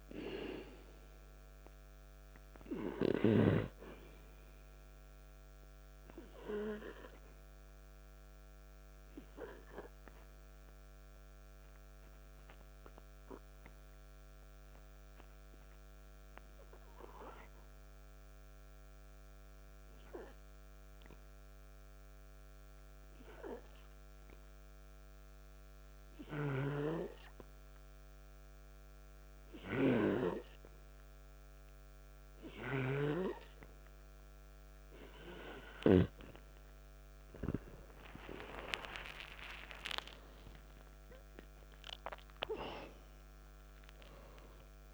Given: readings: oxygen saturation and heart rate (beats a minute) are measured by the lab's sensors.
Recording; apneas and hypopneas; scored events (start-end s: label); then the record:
breathing in sleep by a microphone on the trachea; 1
0.00-26.50 s: oxygen desaturation (device-marked, oxygen 85% lowest, heart rate 55 extreme)
4.50-35.50 s: obstructive apnea (oxygen 96% before, 85% lowest, heart rate 59 before, 55 extreme, up 5 after)
38.00-42.50 s: arousal
39.50-44.94 s: oxygen desaturation (device-marked, oxygen 98% before, 89% lowest, heart rate 57 before, 54 extreme)
From the record:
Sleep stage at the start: N2 (light sleep); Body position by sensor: on the back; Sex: male